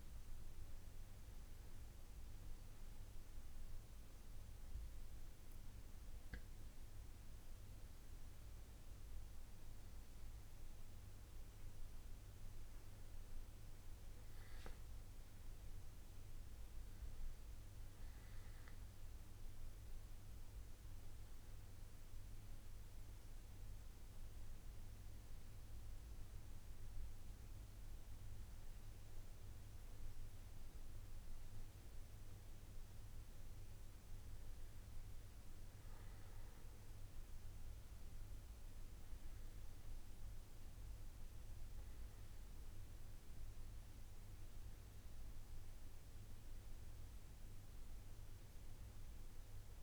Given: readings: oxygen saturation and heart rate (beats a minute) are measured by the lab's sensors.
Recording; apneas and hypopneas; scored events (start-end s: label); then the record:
breathing in sleep, hard to hear, by a room microphone; none
none scored
From the record:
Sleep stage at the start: N1 (lightest sleep); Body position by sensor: on the back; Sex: male